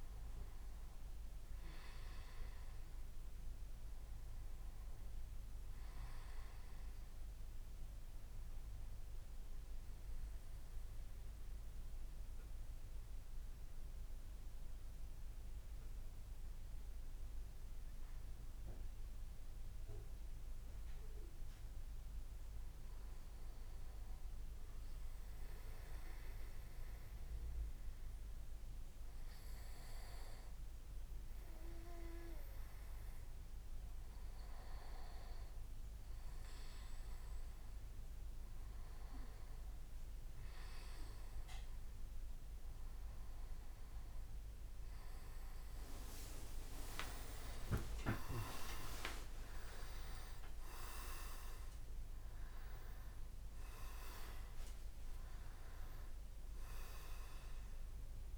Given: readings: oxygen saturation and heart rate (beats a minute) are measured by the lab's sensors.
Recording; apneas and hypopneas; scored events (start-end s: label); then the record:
breathing in sleep by a room microphone; 1
1.50-5.00 s: arousal
8.00-23.50 s: central apnea (oxygen 97% before, 95% lowest)
26.00-29.00 s: arousal
45.50-53.00 s: leg movement (device-marked)
51.00-56.00 s: arousal
56.00-58.38 s: new sleep stage, N2 (light sleep)
From the record:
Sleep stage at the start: N1 (lightest sleep); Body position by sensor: on the back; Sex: male